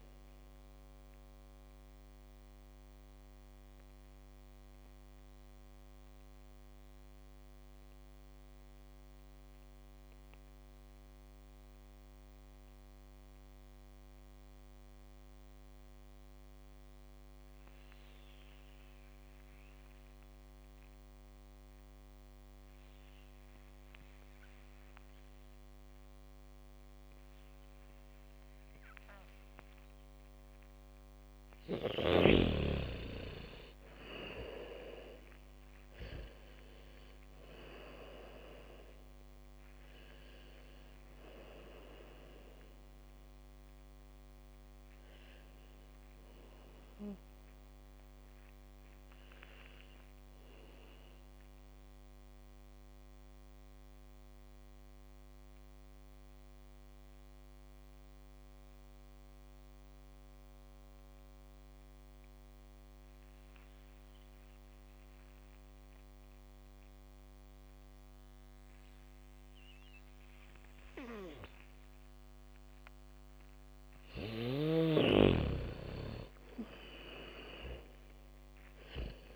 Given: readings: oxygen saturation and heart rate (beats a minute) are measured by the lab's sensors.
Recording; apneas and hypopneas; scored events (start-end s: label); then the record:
breathing in sleep by a microphone on the trachea; 2
0.00-10.00 s: oxygen desaturation (device-marked, oxygen 77% lowest, heart rate 56 extreme)
1.50-31.00 s: mixed apnea (oxygen 97% before, 77% lowest, heart rate 67 before, 47 extreme)
24.00-56.00 s: oxygen desaturation (device-marked, oxygen 100% before, 78% lowest, heart rate 75 before, 47 extreme)
32.00-38.00 s: bradycardia (device-marked, heart rate 72 before, 47 extreme)
33.00-37.00 s: arousal
54.00-74.00 s: mixed apnea (oxygen 95% before, 78% lowest, heart rate 72 before, 52 extreme, up 4 after)
71.00-77.00 s: bradycardia (device-marked, heart rate 72 before, 58 extreme)
71.00-79.36 s: oxygen desaturation (device-marked, oxygen 99% before, 81% lowest, heart rate 76 before, 52 extreme)
76.00-79.36 s: arousal
From the record:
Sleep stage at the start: N2 (light sleep); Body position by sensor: on the back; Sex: female